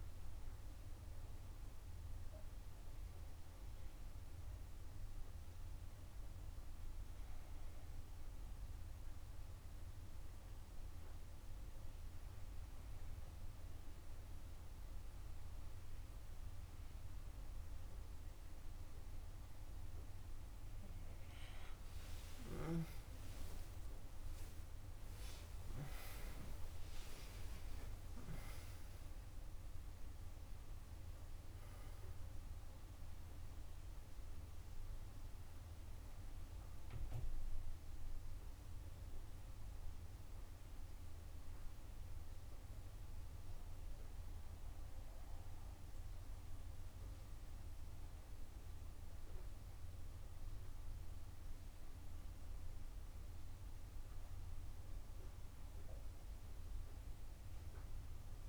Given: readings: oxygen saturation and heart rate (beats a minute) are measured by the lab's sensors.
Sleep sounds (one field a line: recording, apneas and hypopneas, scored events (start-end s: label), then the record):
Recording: breathing in sleep, hard to hear, by a room microphone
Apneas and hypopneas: 1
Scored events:
10.00-22.00 s: obstructive apnea (oxygen 95% before, 92% lowest, heart rate 60 before, 58 extreme, up 7 after)
23.00-28.50 s: arousal
31.00-58.49 s: new sleep stage, N1 (lightest sleep)
From the record:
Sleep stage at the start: N2 (light sleep)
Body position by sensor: on the back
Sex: female